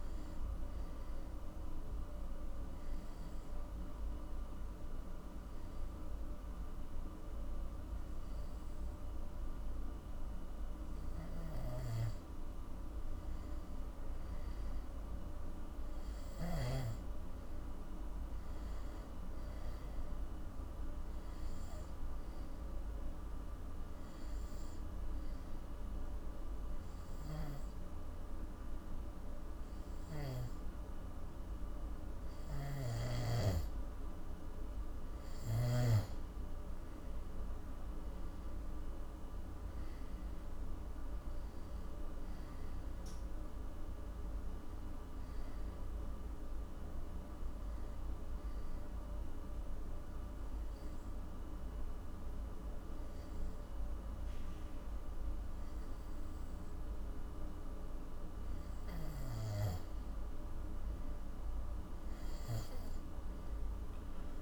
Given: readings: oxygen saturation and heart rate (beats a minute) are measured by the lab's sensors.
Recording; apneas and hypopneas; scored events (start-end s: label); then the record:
breathing in sleep, hard to hear, by a room microphone; 3
2.00-12.50 s: obstructive apnea (oxygen 98% before, 91% lowest, heart rate 54 before, 52 extreme, up 8 after)
14.50-18.50 s: arousal
20.00-32.00 s: oxygen desaturation (device-marked, oxygen 97% before, 93% lowest, heart rate 53 before, 53 extreme)
23.00-34.00 s: hypopnea (oxygen 98% before, 91% lowest, heart rate 53 before, 53 extreme, up 15 after)
32.50-36.00 s: snoring (device-marked)
37.00-40.50 s: arousal
41.00-61.00 s: oxygen desaturation (device-marked, oxygen 95% before, 91% lowest, heart rate 58 before, 49 extreme)
47.50-59.00 s: obstructive apnea (oxygen 97% before, 91% lowest, heart rate 61 before, 49 extreme, up 13 after)
From the record:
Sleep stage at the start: N2 (light sleep); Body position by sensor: on the back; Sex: male